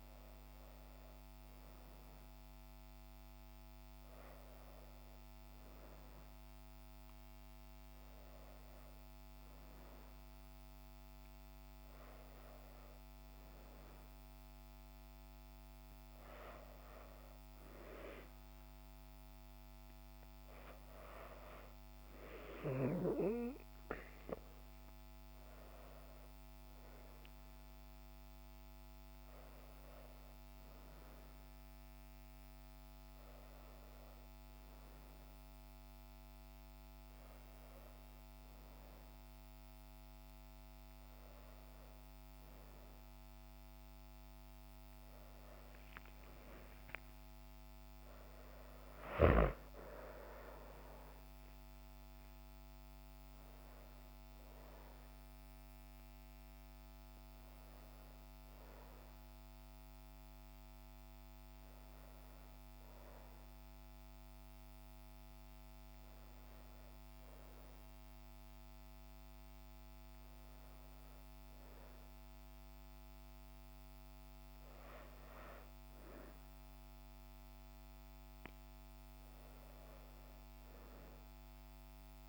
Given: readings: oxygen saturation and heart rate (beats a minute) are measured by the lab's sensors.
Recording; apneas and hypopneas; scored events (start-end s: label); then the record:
breathing in sleep by a microphone on the trachea; none
none scored
From the record:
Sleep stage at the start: N2 (light sleep); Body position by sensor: on the back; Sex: female